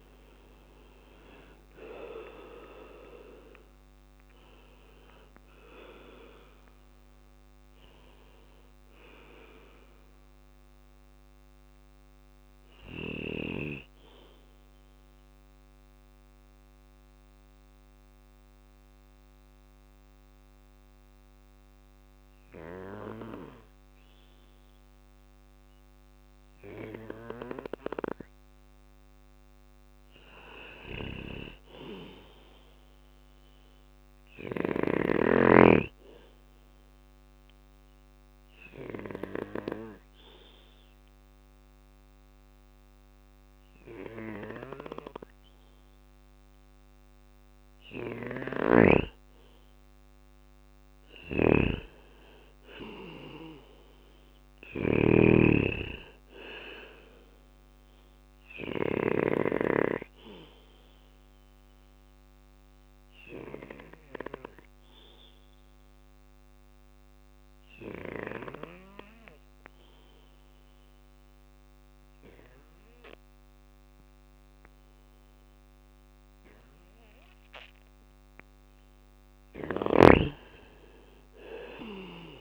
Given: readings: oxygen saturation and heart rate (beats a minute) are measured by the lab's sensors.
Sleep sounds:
breathing in sleep by a microphone on the trachea; 3
0.00-1.50 s: arousal
2.00-15.00 s: drop in pulse transit time (device-marked, heart rate 61 before, 59 extreme)
4.00-13.00 s: oxygen desaturation (device-marked, oxygen 98% before, 93% lowest, heart rate 61 before, 59 extreme)
10.00-28.50 s: mixed apnea (oxygen 98% before, 92% lowest, heart rate 62 before, 59 extreme, up 3 after)
11.00-17.00 s: bradycardia (device-marked, heart rate 62 before, 59 extreme)
29.00-32.00 s: arousal
31.00-36.00 s: bradycardia (device-marked, heart rate 62 before, 59 extreme)
35.00-47.50 s: obstructive apnea (oxygen 100% before, 91% lowest, heart rate 61 before, 60 extreme, up 3 after)
47.00-58.00 s: snoring (device-marked)
52.00-55.50 s: arousal
61.00-77.00 s: obstructive apnea (oxygen 99% before, 91% lowest, heart rate 62 before, 57 extreme, up 5 after)
79.50-82.00 s: arousal
From the record:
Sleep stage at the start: N2 (light sleep); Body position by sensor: on the back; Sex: male

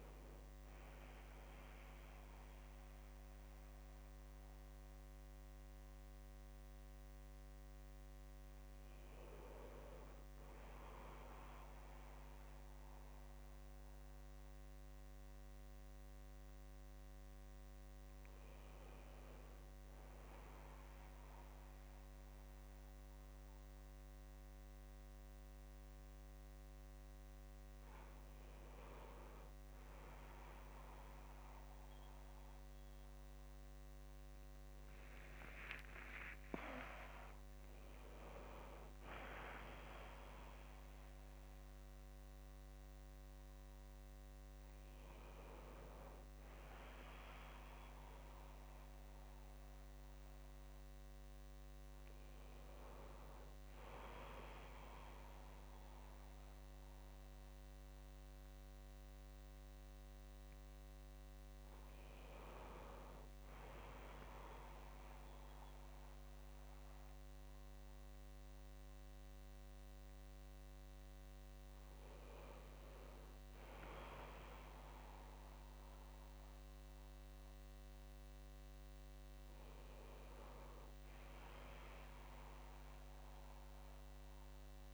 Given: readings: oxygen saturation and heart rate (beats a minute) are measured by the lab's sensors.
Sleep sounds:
breathing in sleep by a microphone on the trachea; none
35.50-39.50 s: arousal
62.50-84.94 s: new sleep stage, N2 (light sleep)
From the record:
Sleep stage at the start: N1 (lightest sleep); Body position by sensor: on the back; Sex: male

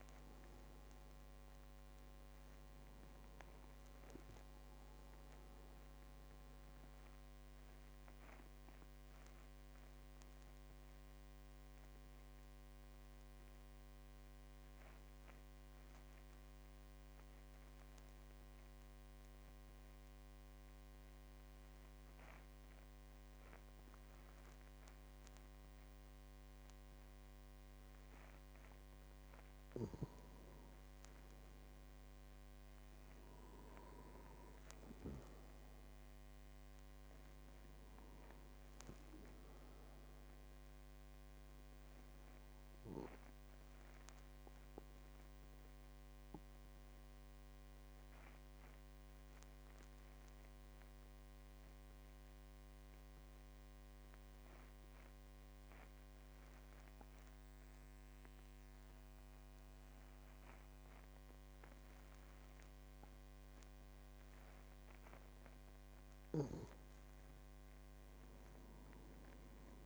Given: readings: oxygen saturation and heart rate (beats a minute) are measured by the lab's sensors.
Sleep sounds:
breathing in sleep, hard to hear, by a microphone on the trachea; 2
0.00-18.50 s: oxygen desaturation (device-marked, oxygen 91% lowest, heart rate 46 extreme)
7.00-28.00 s: obstructive apnea (oxygen 100% before, 91% lowest, heart rate 53 before, 46 extreme, up 7 after)
30.00-34.00 s: arousal
30.50-54.50 s: oxygen desaturation (device-marked, oxygen 99% before, 93% lowest, heart rate 48 before, 46 extreme)
42.50-65.50 s: obstructive apnea (oxygen 99% before, 90% lowest, heart rate 52 before, 46 extreme, up 11 after)
67.50-69.86 s: arousal
67.50-69.86 s: oxygen desaturation (device-marked, oxygen 98% before, 91% lowest, heart rate 49 before, 46 extreme)
From the record:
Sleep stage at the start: N2 (light sleep); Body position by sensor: on the back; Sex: male

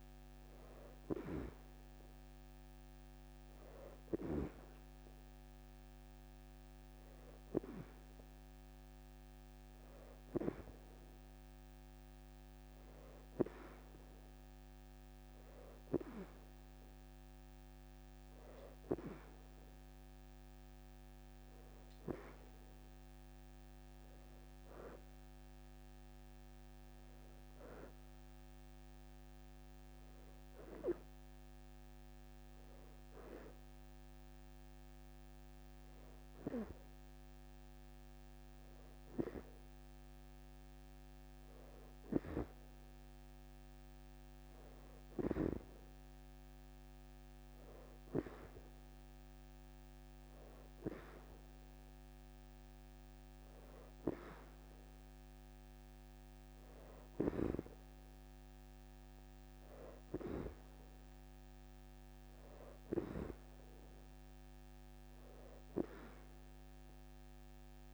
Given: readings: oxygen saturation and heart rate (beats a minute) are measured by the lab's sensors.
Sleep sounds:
breathing in sleep by a microphone on the trachea; none
22.00-27.50 s: arousal
From the record:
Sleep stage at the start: N2 (light sleep); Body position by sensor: on the right side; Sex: female

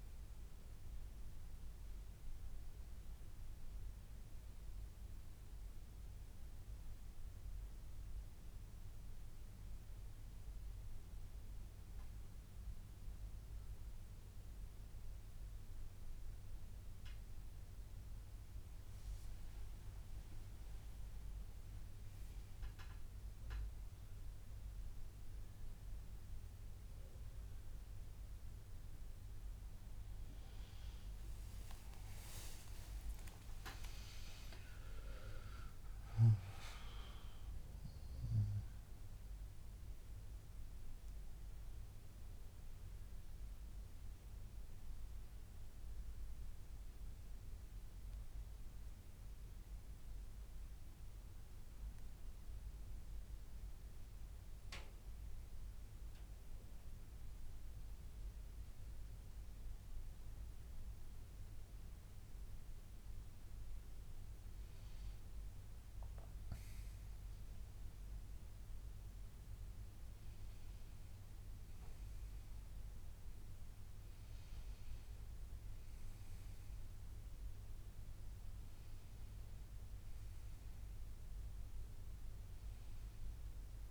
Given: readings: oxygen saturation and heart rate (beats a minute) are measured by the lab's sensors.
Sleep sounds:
breathing in sleep, hard to hear, by a room microphone; none
0.00-16.50 s: oxygen desaturation (device-marked, oxygen 93% lowest, heart rate 139 extreme)
29.50-34.00 s: arousal
45.50-50.50 s: oxygen desaturation (device-marked, oxygen 97% before, 94% lowest, heart rate 141 before, 141 extreme)
From the record:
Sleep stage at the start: N1 (lightest sleep); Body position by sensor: on the back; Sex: male

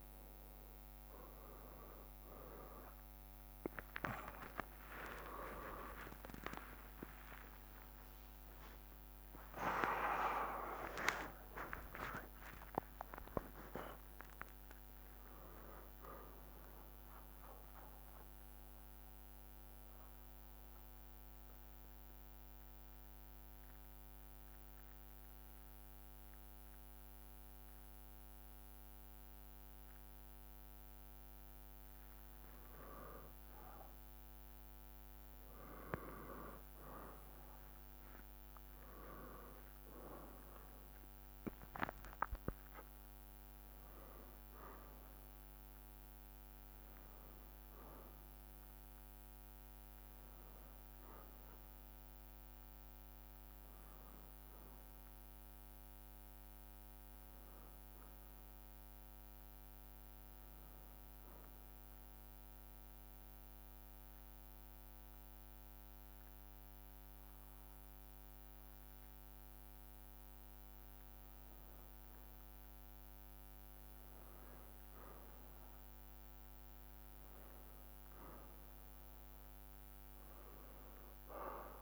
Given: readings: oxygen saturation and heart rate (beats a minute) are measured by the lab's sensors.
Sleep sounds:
breathing in sleep by a microphone on the trachea; 2
3.50-5.50 s: long interval between heartbeats (device-marked, heart rate 66 before, 88 extreme)
5.50-11.00 s: arousal
6.50-8.50 s: long interval between heartbeats (device-marked, heart rate 70 before, 99 extreme)
7.50-13.50 s: tachycardia (device-marked, heart rate 66 before, 112 extreme)
10.00-12.00 s: long interval between heartbeats (device-marked, heart rate 76 before, 94 extreme)
12.50-22.50 s: drop in pulse transit time (device-marked, heart rate 82 before, 62 extreme)
13.00-15.00 s: long interval between heartbeats (device-marked, heart rate 82 before, 112 extreme)
18.00-31.00 s: central apnea (oxygen 97% before, 94% lowest, heart rate 91 before, 58 extreme, up 4 after)
21.50-30.50 s: bradycardia (device-marked, heart rate 66 before, 58 extreme)
37.50-49.50 s: drop in pulse transit time (device-marked, heart rate 61 before, 62 extreme)
38.00-42.50 s: arousal
61.00-71.50 s: obstructive apnea (oxygen 97% before, 94% lowest, heart rate 64 before, 58 extreme, up 3 after)
75.00-77.50 s: arousal
From the record:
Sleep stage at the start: N1 (lightest sleep); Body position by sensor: on the back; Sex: male

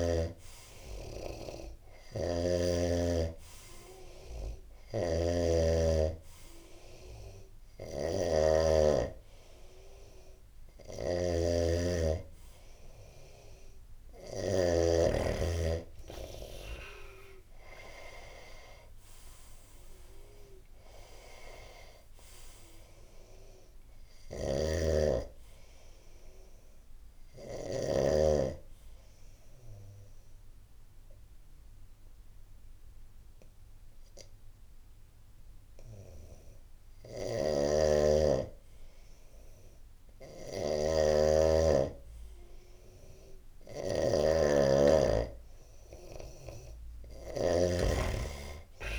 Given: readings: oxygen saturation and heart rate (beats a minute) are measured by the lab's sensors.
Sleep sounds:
breathing in sleep by a room microphone; 1
0.00-14.50 s: snoring (device-marked)
2.50-16.50 s: oxygen desaturation (device-marked, oxygen 98% before, 93% lowest, heart rate 79 before, 67 extreme)
20.00-23.50 s: arousal
24.00-27.50 s: snoring (device-marked)
27.50-37.50 s: obstructive apnea (oxygen 97% before, 90% lowest, heart rate 83 before, 71 extreme, up 11 after)
36.50-48.99 s: snoring (device-marked)
39.00-41.50 s: arousal
46.50-48.99 s: oxygen desaturation (device-marked, oxygen 97% before, 92% lowest, heart rate 74 before, 66 extreme)
From the record:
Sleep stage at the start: N2 (light sleep); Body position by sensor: on the right side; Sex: male

